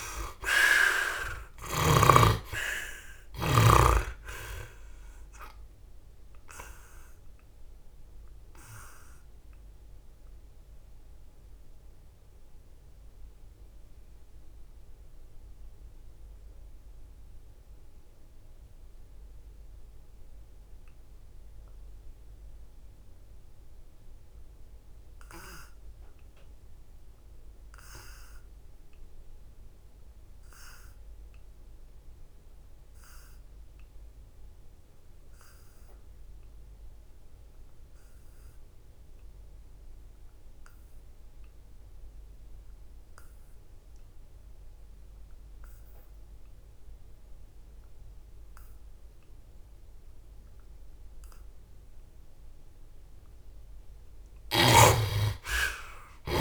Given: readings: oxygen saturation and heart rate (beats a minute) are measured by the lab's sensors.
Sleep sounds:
breathing in sleep by a room microphone; 1
0.00-2.50 s: arousal
0.00-20.50 s: oxygen desaturation (device-marked, oxygen 63% lowest, heart rate 59 extreme)
6.00-52.00 s: mixed apnea (oxygen 92% before, 61% lowest, heart rate 68 before, 59 extreme, up 29 after)
36.50-56.41 s: oxygen desaturation (device-marked, oxygen 85% before, 61% lowest, heart rate 65 before, 61 extreme)
54.00-56.41 s: snoring (device-marked)
From the record:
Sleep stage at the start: N2 (light sleep); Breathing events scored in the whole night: 247 in 3.8 hours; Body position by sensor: on the back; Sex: male

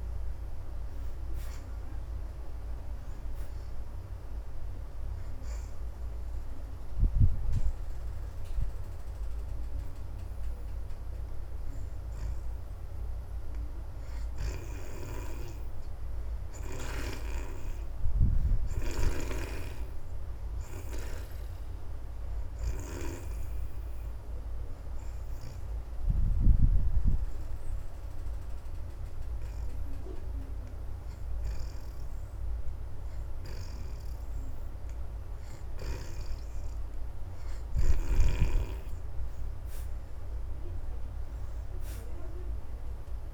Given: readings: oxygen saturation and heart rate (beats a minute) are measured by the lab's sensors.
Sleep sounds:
breathing in sleep by a room microphone; 2
0.00-1.50 s: arousal
0.00-5.00 s: oxygen desaturation (device-marked, oxygen 78% lowest, heart rate 80 extreme)
5.00-15.50 s: hypopnea (oxygen 83% before, 62% lowest, heart rate 79 before, 80 extreme, up 5 after)
7.00-19.00 s: oxygen desaturation (device-marked, oxygen 83% before, 67% lowest, heart rate 80 before, 80 extreme)
17.00-20.50 s: arousal
23.00-34.50 s: hypopnea (oxygen 83% before, 62% lowest, heart rate 83 before, 79 extreme, up 4 after)
26.00-38.00 s: oxygen desaturation (device-marked, oxygen 79% before, 66% lowest, heart rate 83 before, 78 extreme)
38.50-42.50 s: arousal
From the record:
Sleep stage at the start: N2 (light sleep); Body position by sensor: on the back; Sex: female

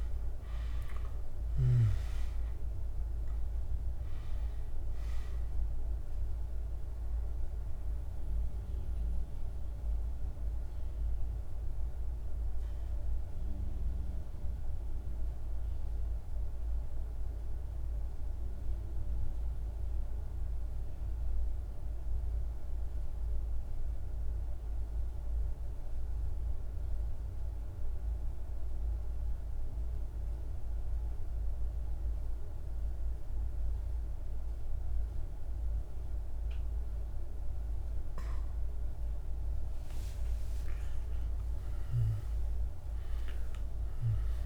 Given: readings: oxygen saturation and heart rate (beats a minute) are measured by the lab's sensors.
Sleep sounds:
breathing in sleep, hard to hear, by a room microphone; 1
0.00-20.50 s: oxygen desaturation (device-marked, oxygen 88% lowest, heart rate 45 extreme)
2.50-44.46 s: new sleep stage, N2 (light sleep)
8.00-38.50 s: mixed apnea (oxygen 100% before, 88% lowest, heart rate 62 before, 45 extreme, up 17 after)
35.50-44.46 s: oxygen desaturation (device-marked, oxygen 99% before, 89% lowest, heart rate 47 before, 46 extreme)
39.00-44.00 s: arousal
From the record:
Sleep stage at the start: N1 (lightest sleep); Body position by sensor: on the back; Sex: male

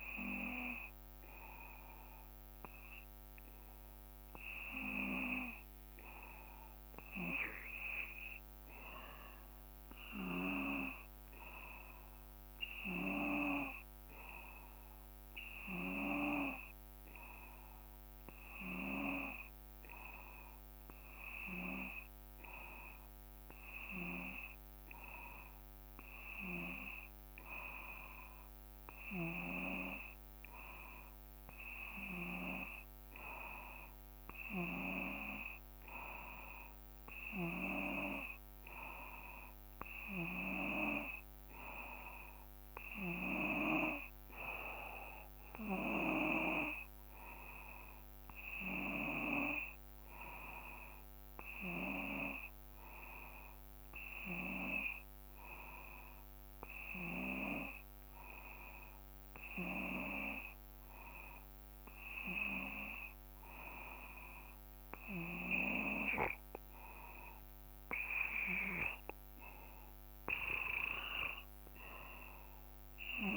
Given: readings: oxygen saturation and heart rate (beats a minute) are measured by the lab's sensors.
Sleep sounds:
breathing in sleep by a microphone on the trachea; none
none scored
From the record:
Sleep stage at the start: N2 (light sleep); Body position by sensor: on the back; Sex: male

